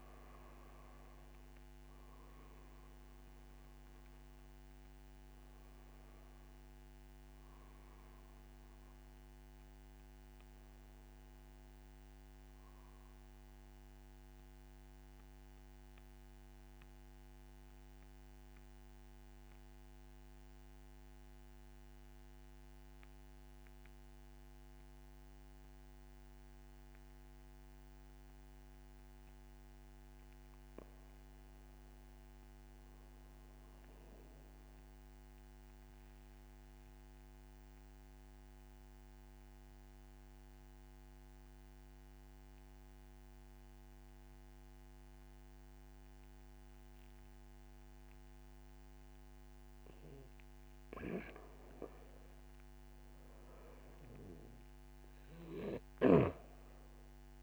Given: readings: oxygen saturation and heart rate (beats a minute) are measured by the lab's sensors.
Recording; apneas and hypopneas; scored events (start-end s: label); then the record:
breathing in sleep, hard to hear, by a microphone on the trachea; 2
0.00-18.00 s: oxygen desaturation (device-marked, oxygen 85% lowest, heart rate 30 extreme)
15.50-29.00 s: central apnea (oxygen 94% before, 89% lowest, heart rate 43 before, 54 extreme, up 9 after)
31.50-34.00 s: arousal
37.50-50.00 s: obstructive apnea (oxygen 99% before, 89% lowest, heart rate 65 before, 28 extreme, up 10 after)
53.00-57.43 s: oxygen desaturation (device-marked, oxygen 95% before, 89% lowest, heart rate 61 before, 28 extreme)
54.00-57.43 s: arousal
From the record:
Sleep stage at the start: N2 (light sleep); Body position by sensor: on the back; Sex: male